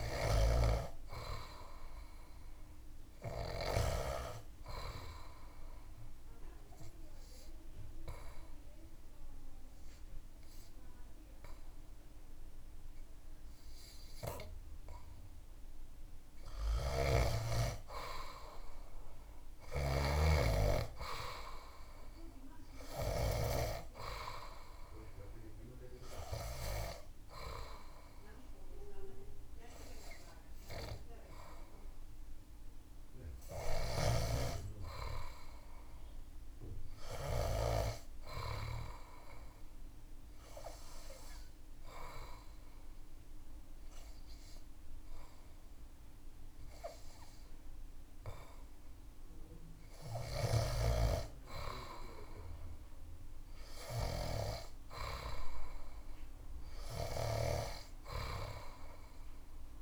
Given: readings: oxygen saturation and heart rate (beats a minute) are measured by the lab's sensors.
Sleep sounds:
breathing in sleep by a room microphone; 2
4.50-16.00 s: obstructive apnea (oxygen 99% before, 96% lowest)
19.50-22.50 s: arousal
39.50-50.00 s: obstructive apnea (oxygen 99% before, 96% lowest)
51.00-53.50 s: arousal
From the record:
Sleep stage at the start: N2 (light sleep); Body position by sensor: on the back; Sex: male

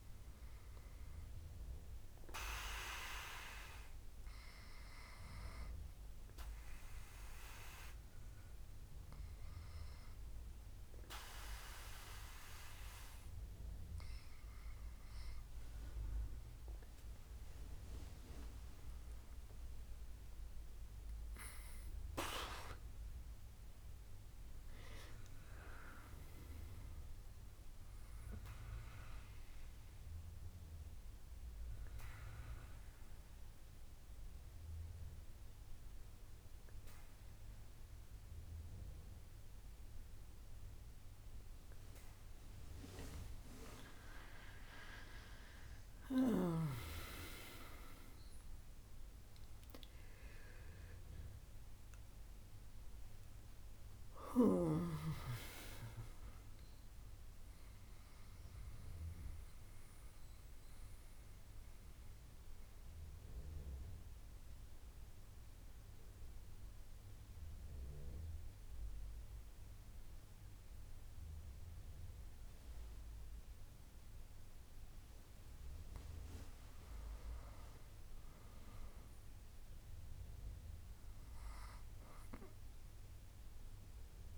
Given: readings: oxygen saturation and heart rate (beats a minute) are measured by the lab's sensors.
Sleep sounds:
breathing in sleep by a room microphone; 3
4.00-16.50 s: obstructive apnea (oxygen 98% before, 98% lowest, heart rate 70 before, 61 extreme, up 6 after)
19.00-23.00 s: arousal
28.50-43.50 s: obstructive apnea (oxygen 98% before, 97% lowest, heart rate 72 before, 61 extreme, up 14 after)
49.50-55.00 s: arousal
58.50-75.50 s: mixed apnea (oxygen 98% before, 96% lowest, heart rate 70 before, 65 extreme, up 8 after)
77.00-80.50 s: arousal
From the record:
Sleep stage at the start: N2 (light sleep); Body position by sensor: on the back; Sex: female

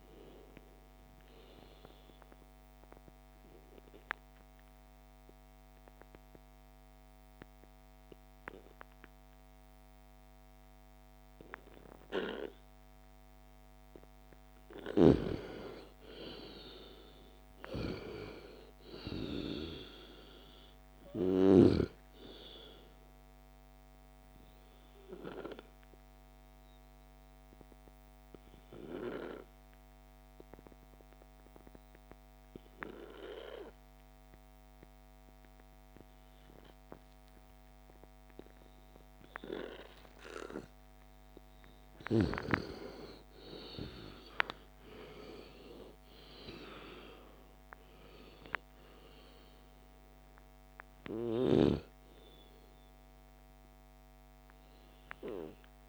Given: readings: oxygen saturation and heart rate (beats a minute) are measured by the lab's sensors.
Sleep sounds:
breathing in sleep by a microphone on the trachea; 2
0.00-2.50 s: oxygen desaturation (device-marked, oxygen 85% lowest)
3.50-14.50 s: obstructive apnea (oxygen 98% before, 86% lowest)
16.00-19.50 s: arousal
24.50-36.50 s: oxygen desaturation (device-marked, oxygen 98% before, 90% lowest, heart rate 42 before, 28 extreme)
29.00-41.50 s: obstructive apnea (oxygen 98% before, 83% lowest)
43.00-46.00 s: arousal
46.50-55.89 s: oxygen desaturation (device-marked, oxygen 98% before, 86% lowest)
From the record:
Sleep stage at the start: N2 (light sleep); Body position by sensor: on the left side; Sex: female

